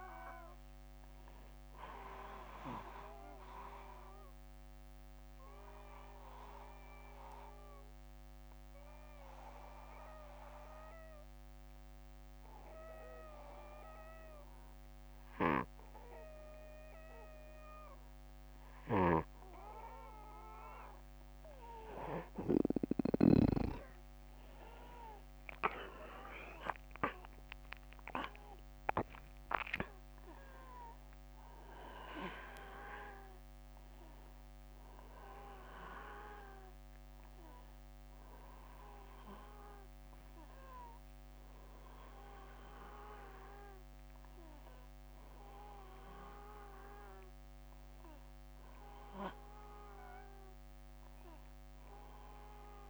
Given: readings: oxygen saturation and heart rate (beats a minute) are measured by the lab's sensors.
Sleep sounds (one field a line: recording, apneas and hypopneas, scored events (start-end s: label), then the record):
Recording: breathing in sleep by a microphone on the trachea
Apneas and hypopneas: 1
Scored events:
2.50-18.50 s: obstructive apnea (oxygen 96% before, 93% lowest, heart rate 66 before, 59 extreme, up 7 after)
18.00-22.00 s: snoring (device-marked)
24.50-28.50 s: arousal
From the record:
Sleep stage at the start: N2 (light sleep)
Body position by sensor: on the back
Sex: male